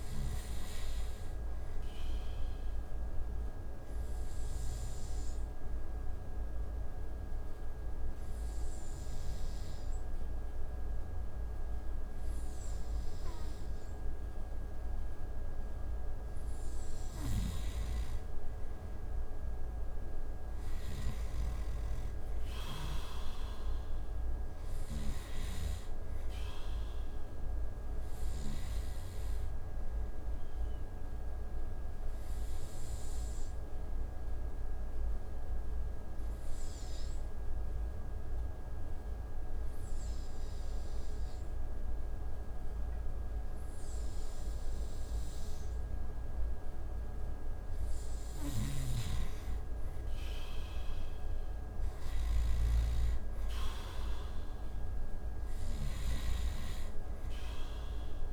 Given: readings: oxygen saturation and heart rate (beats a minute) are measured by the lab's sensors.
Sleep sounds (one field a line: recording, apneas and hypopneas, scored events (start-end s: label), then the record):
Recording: breathing in sleep, hard to hear, by a room microphone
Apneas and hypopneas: 2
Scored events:
0.00-18.00 s: oxygen desaturation (device-marked, oxygen 90% lowest)
2.00-14.50 s: obstructive apnea (oxygen 95% before, 89% lowest)
18.50-21.50 s: arousal
24.00-28.50 s: snoring (device-marked)
29.50-46.00 s: obstructive apnea (oxygen 94% before, 87% lowest)
30.00-46.00 s: oxygen desaturation (device-marked, oxygen 94% before, 90% lowest)
47.50-55.50 s: snoring (device-marked)
48.50-52.50 s: arousal
57.00-58.33 s: oxygen desaturation (device-marked, oxygen 95% before, 89% lowest)
From the record:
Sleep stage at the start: N2 (light sleep)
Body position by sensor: on the right side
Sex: male